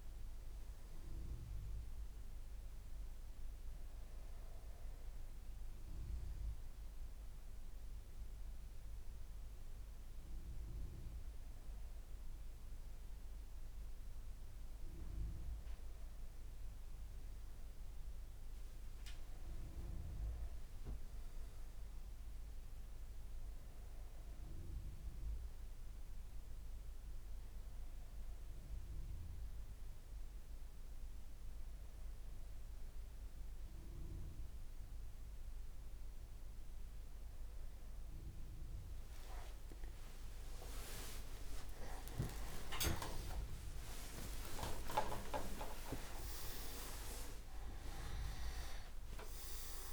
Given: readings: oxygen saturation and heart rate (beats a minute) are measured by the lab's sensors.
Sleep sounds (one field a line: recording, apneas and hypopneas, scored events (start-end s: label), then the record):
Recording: breathing in sleep by a room microphone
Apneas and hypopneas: none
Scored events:
18.00-21.00 s: leg movement (device-marked)
From the record:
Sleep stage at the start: N1 (lightest sleep)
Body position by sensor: on the back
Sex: male